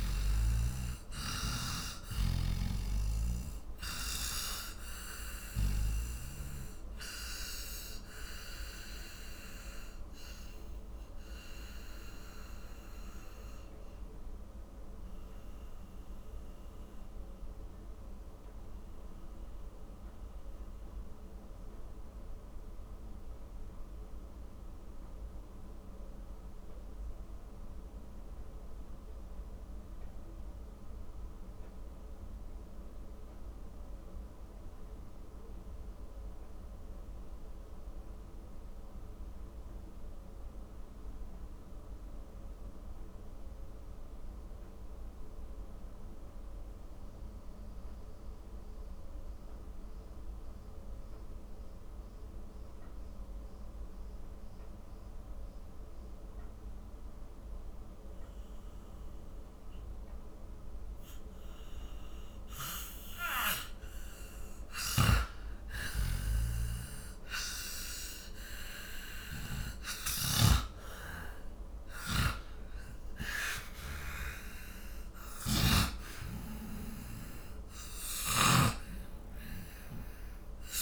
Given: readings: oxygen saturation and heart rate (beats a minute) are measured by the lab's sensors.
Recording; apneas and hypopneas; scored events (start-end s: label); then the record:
breathing in sleep by a room microphone; 1
0.00-37.00 s: oxygen desaturation (device-marked, oxygen 82% lowest, heart rate 40 extreme)
7.50-63.00 s: obstructive apnea (oxygen 97% before, 82% lowest, heart rate 65 before, 40 extreme, up 11 after)
58.00-80.82 s: oxygen desaturation (device-marked, oxygen 99% before, 84% lowest, heart rate 49 before, 40 extreme)
64.50-69.00 s: arousal
65.00-76.00 s: snoring (device-marked)
78.00-80.82 s: snoring (device-marked)
From the record:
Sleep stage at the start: N2 (light sleep); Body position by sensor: on the back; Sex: male